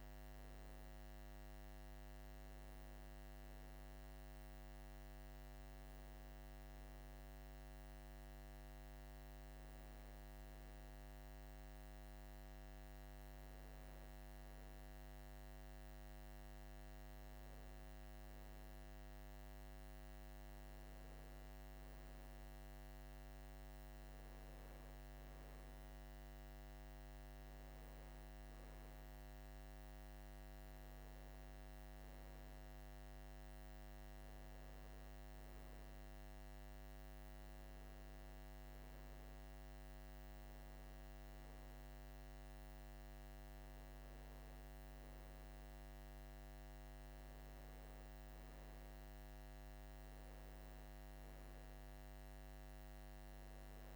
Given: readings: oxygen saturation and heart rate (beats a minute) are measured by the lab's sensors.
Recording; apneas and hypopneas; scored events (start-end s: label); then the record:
breathing in sleep, hard to hear, by a microphone on the trachea; none
none scored
From the record:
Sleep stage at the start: N2 (light sleep); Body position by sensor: on the right side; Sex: male